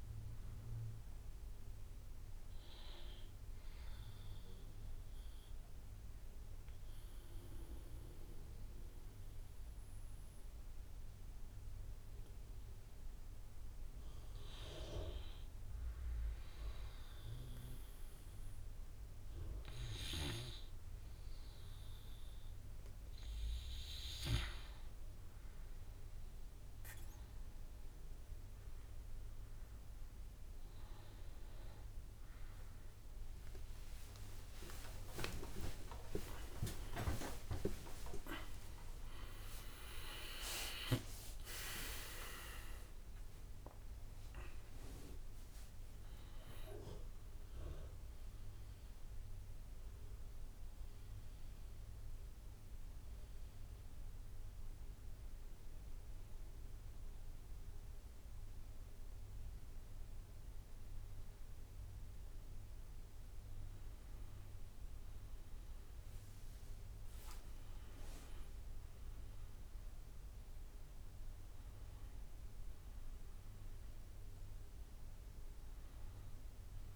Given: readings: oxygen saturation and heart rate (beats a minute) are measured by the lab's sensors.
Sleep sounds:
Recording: a person partly awake in a sleep study, by a room microphone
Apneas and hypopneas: 2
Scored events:
0.00-4.50 s: oxygen desaturation (device-marked, oxygen 93% lowest, heart rate 46 extreme)
4.00-14.00 s: central apnea (oxygen 100% before, 86% lowest, heart rate 63 before, 46 extreme, up 11 after)
17.50-47.50 s: new sleep stage, awake
19.50-30.50 s: oxygen desaturation (device-marked, oxygen 99% before, 94% lowest, heart rate 52 before, 49 extreme)
31.50-39.50 s: tachycardia (device-marked, heart rate 56 before, 167 extreme)
35.50-53.50 s: drop in pulse transit time (device-marked, heart rate 59 before, 49 extreme)
43.50-54.50 s: oxygen desaturation (device-marked, oxygen 95% before, 86% lowest, heart rate 92 before, 48 extreme)
47.50-76.95 s: new sleep stage, N1 (lightest sleep)
49.50-60.50 s: hypopnea (oxygen 97% before, 90% lowest, heart rate 100 before, 48 extreme, up 6 after)
65.50-69.00 s: arousal
74.50-76.95 s: drop in pulse transit time (device-marked, heart rate 52 before, 51 extreme)
From the record:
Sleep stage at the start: N2 (light sleep)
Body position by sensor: on the back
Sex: male

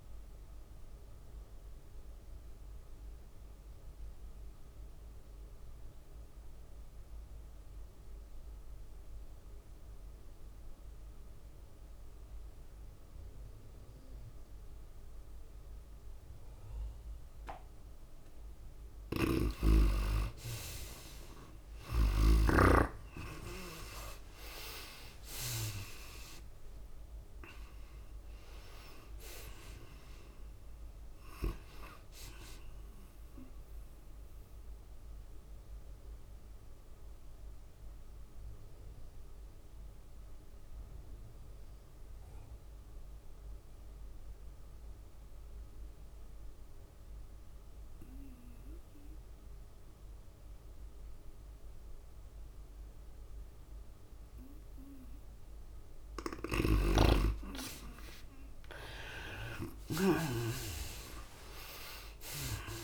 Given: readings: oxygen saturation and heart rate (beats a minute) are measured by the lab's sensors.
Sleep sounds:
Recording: breathing in sleep by a room microphone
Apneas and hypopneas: 2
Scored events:
0.00-1.00 s: tachycardia (device-marked, heart rate 102 extreme)
0.00-10.00 s: oxygen desaturation (device-marked, oxygen 85% lowest, heart rate 92 extreme)
1.00-19.50 s: obstructive apnea (oxygen 99% before, 79% lowest, heart rate 100 before, 92 extreme, up 8 after)
19.00-41.00 s: oxygen desaturation (device-marked, oxygen 98% before, 82% lowest, heart rate 97 before, 92 extreme)
20.00-23.50 s: snoring (device-marked)
22.50-25.50 s: arousal
25.00-36.00 s: tachycardia (device-marked, heart rate 98 before, 104 extreme)
26.00-38.00 s: drop in pulse transit time (device-marked, heart rate 94 before, 99 extreme)
36.00-56.50 s: obstructive apnea (oxygen 98% before, 77% lowest, heart rate 98 before, 92 extreme, up 7 after)
54.00-62.84 s: oxygen desaturation (device-marked, oxygen 97% before, 79% lowest, heart rate 98 before, 67 extreme)
57.00-61.00 s: snoring (device-marked)
59.00-62.50 s: arousal
From the record:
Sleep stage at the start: N2 (light sleep)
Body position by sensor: on the right side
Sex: female

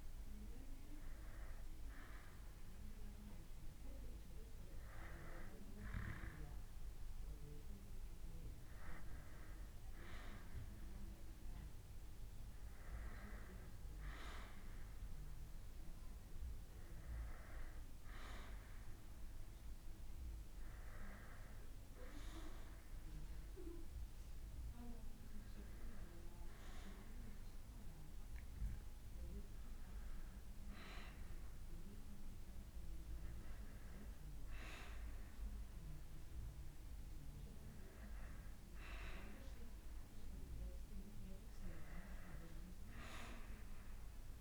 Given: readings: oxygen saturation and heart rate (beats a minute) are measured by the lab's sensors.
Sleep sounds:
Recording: breathing in sleep by a room microphone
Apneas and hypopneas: none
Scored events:
none scored
From the record:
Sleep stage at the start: N2 (light sleep)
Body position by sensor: on the back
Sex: male

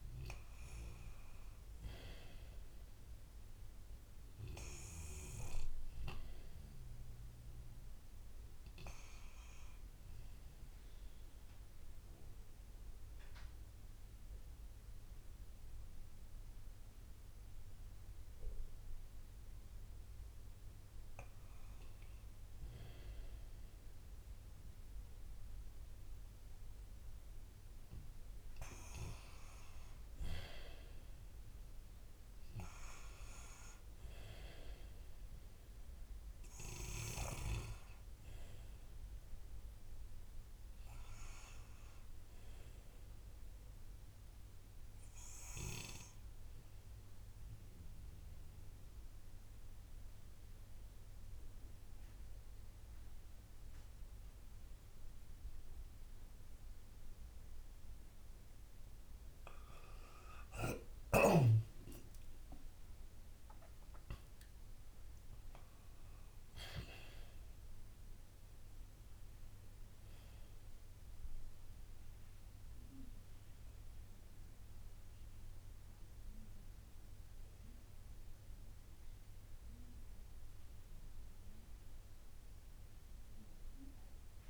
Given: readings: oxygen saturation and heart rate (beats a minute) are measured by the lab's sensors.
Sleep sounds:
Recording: breathing in sleep by a room microphone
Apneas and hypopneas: 2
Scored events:
4.50-31.50 s: oxygen desaturation (device-marked, oxygen 95% before, 90% lowest, heart rate 69 before, 59 extreme)
11.00-22.00 s: obstructive apnea (oxygen 95% before, 89% lowest, heart rate 66 before, 59 extreme, up 11 after)
23.50-28.00 s: arousal
40.50-58.50 s: oxygen desaturation (device-marked, oxygen 94% before, 89% lowest, heart rate 64 before, 59 extreme)
47.50-60.50 s: obstructive apnea (oxygen 94% before, 89% lowest, heart rate 62 before, 60 extreme, up 18 after)
62.00-66.50 s: arousal
82.50-84.49 s: oxygen desaturation (device-marked, oxygen 93% before, 89% lowest, heart rate 65 before, 60 extreme)
From the record:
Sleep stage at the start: N1 (lightest sleep)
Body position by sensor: on the back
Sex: male

